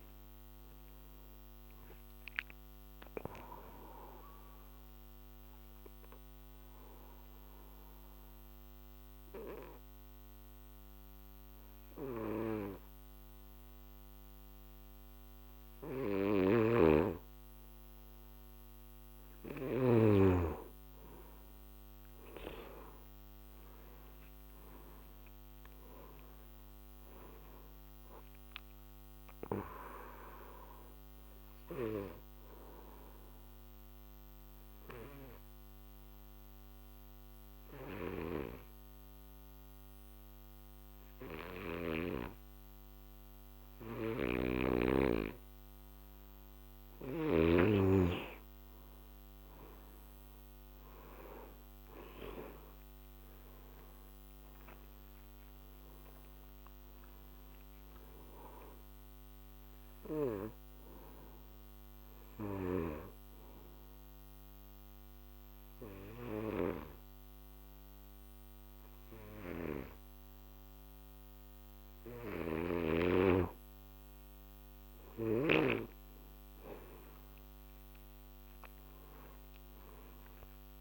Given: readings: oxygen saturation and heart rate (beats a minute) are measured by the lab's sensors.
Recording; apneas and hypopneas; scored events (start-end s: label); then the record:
breathing in sleep by a microphone on the trachea; 3
0.00-1.00 s: arousal
4.00-18.00 s: obstructive apnea (oxygen 97% before, 86% lowest, heart rate 69 before, 48 extreme, up 22 after)
16.00-20.00 s: snoring (device-marked)
20.00-23.00 s: arousal
25.00-43.00 s: oxygen desaturation (device-marked, oxygen 97% before, 90% lowest, heart rate 55 before, 48 extreme)
31.50-46.50 s: obstructive apnea (oxygen 97% before, 86% lowest, heart rate 60 before, 50 extreme, up 26 after)
44.00-47.50 s: snoring (device-marked)
48.50-53.50 s: arousal
50.00-72.00 s: oxygen desaturation (device-marked, oxygen 97% before, 86% lowest, heart rate 59 before, 57 extreme)
60.50-75.50 s: obstructive apnea (oxygen 97% before, 86% lowest, heart rate 69 before, 57 extreme, up 39 after)
72.00-75.50 s: snoring (device-marked)
79.00-80.81 s: arousal
From the record:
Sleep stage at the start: N2 (light sleep); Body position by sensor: on the back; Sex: male